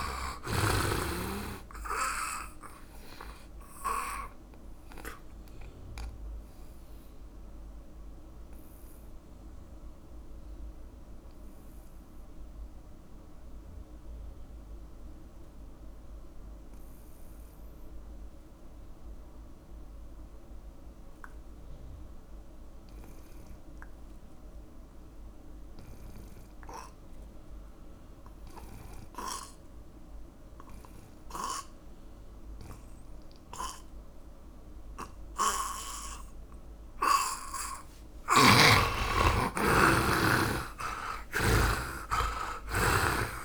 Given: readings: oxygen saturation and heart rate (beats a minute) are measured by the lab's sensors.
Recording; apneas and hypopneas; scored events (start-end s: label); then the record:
breathing in sleep by a room microphone; 1
0.00-25.50 s: oxygen desaturation (device-marked, oxygen 80% lowest)
4.50-37.50 s: obstructive apnea (oxygen 100% before, 77% lowest)
36.50-43.45 s: oxygen desaturation (device-marked, oxygen 100% before, 77% lowest)
38.50-43.45 s: snoring (device-marked)
39.00-43.45 s: arousal
From the record:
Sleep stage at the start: N2 (light sleep); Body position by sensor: on the back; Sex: male